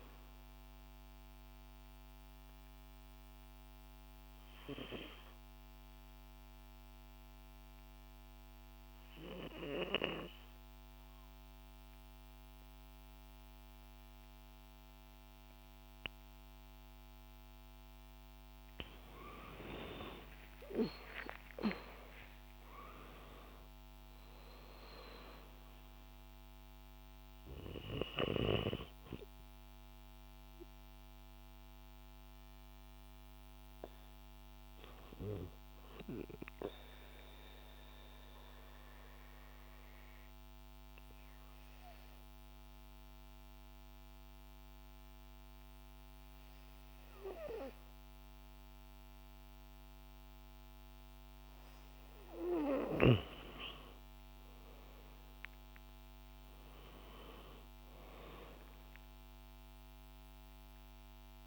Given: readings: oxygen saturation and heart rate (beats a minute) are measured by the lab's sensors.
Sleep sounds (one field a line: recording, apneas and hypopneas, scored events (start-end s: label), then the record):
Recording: breathing in sleep by a microphone on the trachea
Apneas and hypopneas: 2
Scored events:
1.50-17.50 s: obstructive apnea (oxygen 97% before, 91% lowest)
19.50-23.00 s: arousal
21.50-42.50 s: oxygen desaturation (device-marked, oxygen 96% before, 91% lowest)
37.00-51.00 s: obstructive apnea (oxygen 96% before, 91% lowest, heart rate 126 before, 73 extreme)
54.00-57.00 s: arousal
54.50-61.47 s: oxygen desaturation (device-marked, oxygen 98% before, 93% lowest, heart rate 110 before, 74 extreme)
From the record:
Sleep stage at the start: N2 (light sleep)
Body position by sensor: on the back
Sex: female